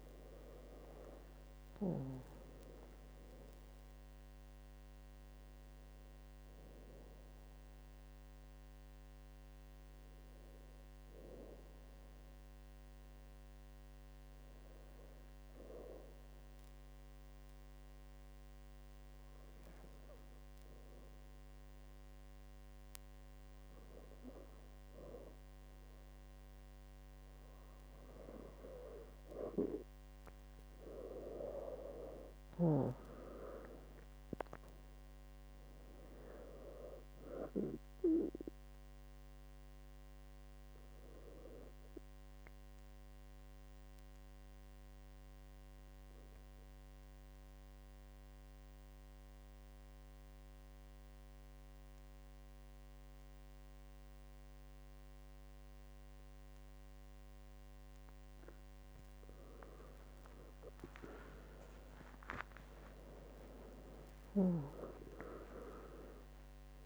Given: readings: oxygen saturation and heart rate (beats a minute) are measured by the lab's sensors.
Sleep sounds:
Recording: breathing in sleep by a microphone on the trachea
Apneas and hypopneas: 2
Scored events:
2.50-7.00 s: arousal
10.50-29.00 s: hypopnea (oxygen 98% before, 94% lowest, heart rate 76 before, 64 extreme, up 8 after)
31.00-35.00 s: arousal
35.00-58.00 s: oxygen desaturation (device-marked, oxygen 98% before, 94% lowest, heart rate 71 before, 64 extreme)
43.50-59.00 s: obstructive apnea (oxygen 98% before, 94% lowest, heart rate 73 before, 67 extreme, up 40 after)
62.50-66.86 s: arousal
From the record:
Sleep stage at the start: N2 (light sleep)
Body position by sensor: on the back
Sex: female

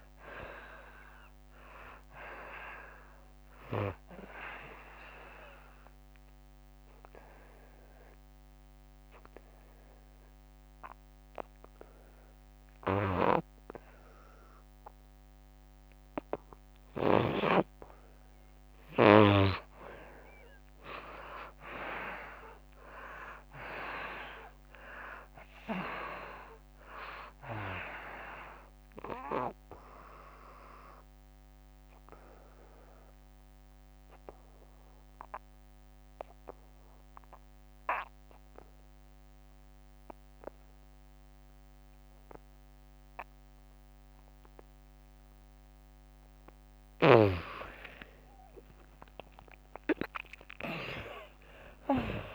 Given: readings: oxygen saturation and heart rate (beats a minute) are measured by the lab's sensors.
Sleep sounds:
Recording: breathing in sleep by a microphone on the trachea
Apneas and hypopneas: 2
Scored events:
0.00-12.00 s: oxygen desaturation (device-marked, oxygen 81% lowest, heart rate 73 extreme)
4.50-17.50 s: obstructive apnea (oxygen 99% before, 77% lowest, heart rate 84 before, 73 extreme, up 10 after)
19.00-22.50 s: arousal
21.00-37.00 s: oxygen desaturation (device-marked, oxygen 98% before, 86% lowest, heart rate 85 before, 77 extreme)
30.00-47.00 s: obstructive apnea (oxygen 98% before, 77% lowest, heart rate 80 before, 77 extreme, up 32 after)
43.00-52.35 s: oxygen desaturation (device-marked, oxygen 96% before, 77% lowest, heart rate 87 before, 71 extreme)
48.00-51.50 s: arousal
From the record:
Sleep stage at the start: N2 (light sleep)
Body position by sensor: on the right side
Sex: female

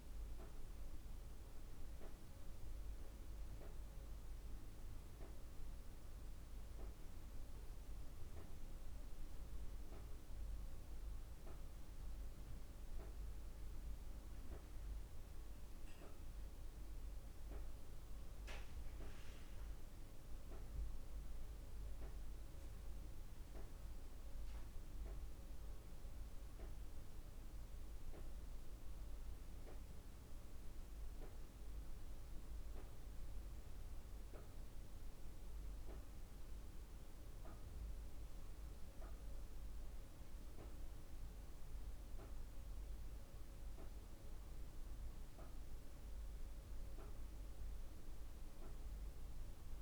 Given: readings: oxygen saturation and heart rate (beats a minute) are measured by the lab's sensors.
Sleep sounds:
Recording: breathing in sleep, hard to hear, by a room microphone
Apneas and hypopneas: none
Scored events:
none scored
From the record:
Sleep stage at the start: N2 (light sleep)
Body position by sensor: on the back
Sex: female

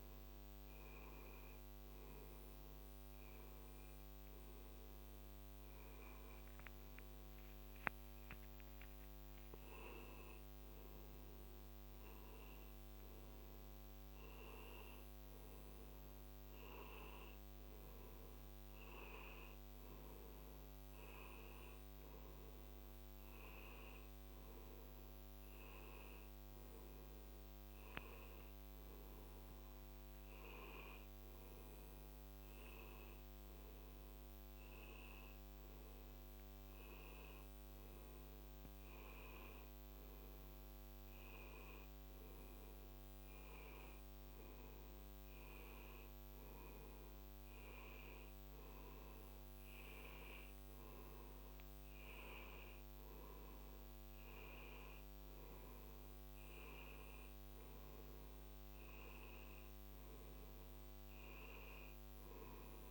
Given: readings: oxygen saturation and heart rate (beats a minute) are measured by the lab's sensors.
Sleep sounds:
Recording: breathing in sleep, hard to hear, by a microphone on the trachea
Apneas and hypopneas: none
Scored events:
7.50-12.00 s: arousal
48.00-62.91 s: new sleep stage, N2 (light sleep)
From the record:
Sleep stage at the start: N1 (lightest sleep)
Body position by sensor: on the back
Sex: male

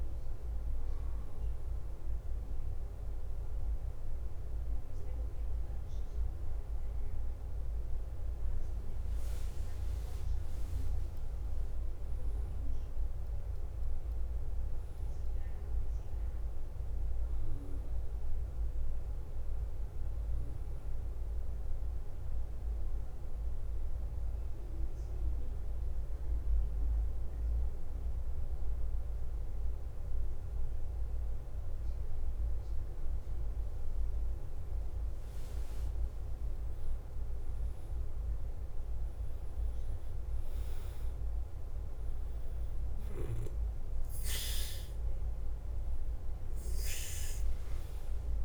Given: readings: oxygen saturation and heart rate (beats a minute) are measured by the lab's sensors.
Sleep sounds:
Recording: breathing in sleep, hard to hear, by a room microphone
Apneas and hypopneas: 2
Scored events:
0.00-48.45 s: bradycardia (device-marked, heart rate 43 extreme)
1.50-11.50 s: obstructive apnea (oxygen 96% before, 91% lowest, heart rate 51 before, 50 extreme, up 4 after)
13.00-16.50 s: arousal
21.50-36.00 s: obstructive apnea (oxygen 96% before, 91% lowest, heart rate 52 before, 49 extreme, up 4 after)
38.00-42.00 s: arousal
From the record:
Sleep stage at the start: N2 (light sleep)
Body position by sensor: on the back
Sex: male

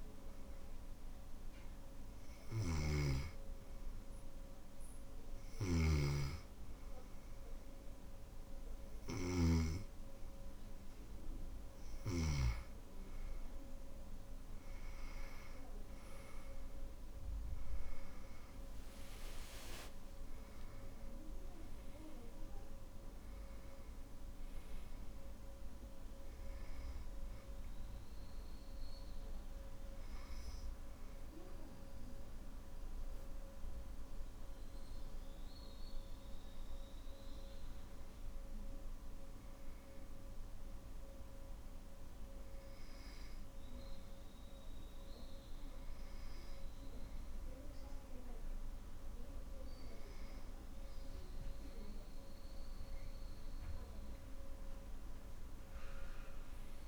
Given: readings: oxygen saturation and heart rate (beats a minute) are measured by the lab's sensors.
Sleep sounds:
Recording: breathing in sleep, hard to hear, by a room microphone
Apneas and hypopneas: none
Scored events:
5.50-9.50 s: snoring (device-marked)
18.50-22.50 s: arousal
From the record:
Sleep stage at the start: N2 (light sleep)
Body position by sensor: on the back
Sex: male

